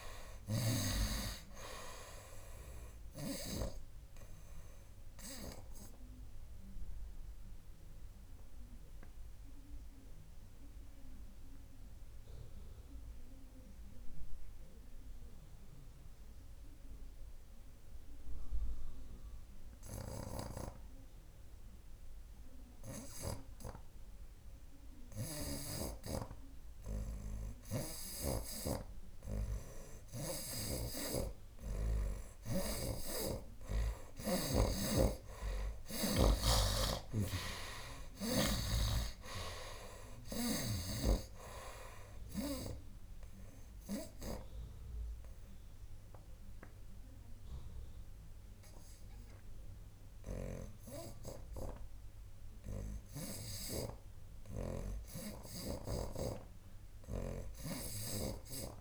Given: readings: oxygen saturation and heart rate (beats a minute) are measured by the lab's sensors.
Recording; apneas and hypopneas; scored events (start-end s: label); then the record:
breathing in sleep by a room microphone; 2
0.00-4.00 s: snoring (device-marked)
0.00-20.50 s: oxygen desaturation (device-marked, oxygen 53% lowest, heart rate 74 extreme)
4.00-29.50 s: obstructive apnea (oxygen 87% before, 53% lowest, heart rate 88 before, 74 extreme, up 14 after)
20.00-26.00 s: snoring (device-marked)
22.50-58.81 s: oxygen desaturation (device-marked, oxygen 89% before, 58% lowest, heart rate 83 before, 72 extreme)
33.00-36.50 s: snoring (device-marked)
33.00-37.50 s: arousal
42.50-53.50 s: obstructive apnea (oxygen 89% before, 52% lowest, heart rate 85 before, 72 extreme, up 0 after)
56.00-58.81 s: snoring (device-marked)
57.00-58.81 s: arousal
From the record:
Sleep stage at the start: N2 (light sleep); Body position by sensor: on the right side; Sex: male